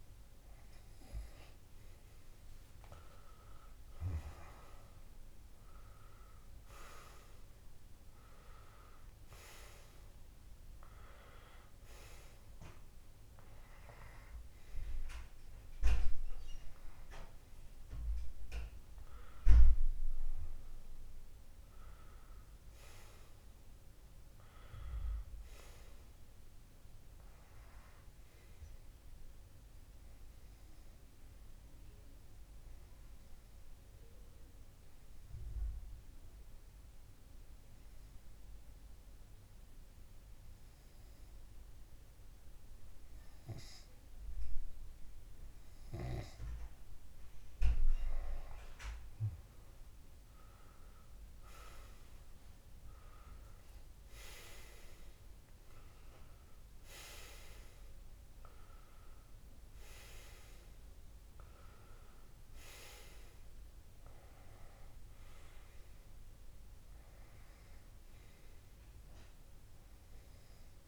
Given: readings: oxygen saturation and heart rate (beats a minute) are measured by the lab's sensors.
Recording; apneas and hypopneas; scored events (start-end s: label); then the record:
breathing in sleep by a room microphone; 1
3.00-6.50 s: arousal
35.00-47.00 s: obstructive apnea (oxygen 98% before, 96% lowest)
48.00-50.00 s: long interval between heartbeats (device-marked)
49.00-52.50 s: arousal
55.50-57.50 s: long interval between heartbeats (device-marked)
61.50-63.50 s: long interval between heartbeats (device-marked)
67.50-69.50 s: long interval between heartbeats (device-marked)
From the record:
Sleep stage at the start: N2 (light sleep); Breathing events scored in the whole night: 242 in 5.2 hours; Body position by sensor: on the left side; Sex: male